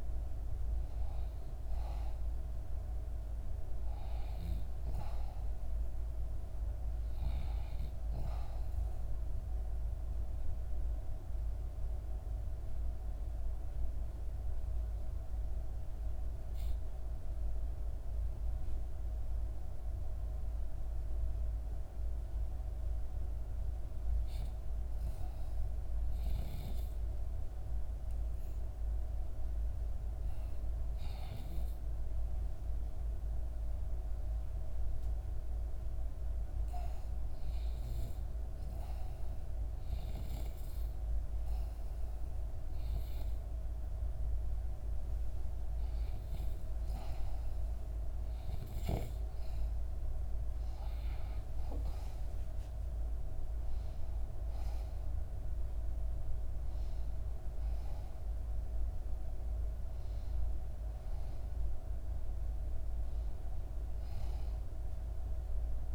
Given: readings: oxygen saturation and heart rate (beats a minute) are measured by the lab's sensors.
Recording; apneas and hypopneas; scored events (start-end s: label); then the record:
breathing in sleep, hard to hear, by a room microphone; 1
8.50-23.00 s: obstructive apnea (oxygen 95% before, 91% lowest, heart rate 68 before, 65 extreme, up 0 after)
25.50-29.50 s: arousal
32.00-48.00 s: oxygen desaturation (device-marked, oxygen 96% before, 91% lowest, heart rate 65 before, 65 extreme)
51.50-56.50 s: arousal
From the record:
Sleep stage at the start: REM sleep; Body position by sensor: on the back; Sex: female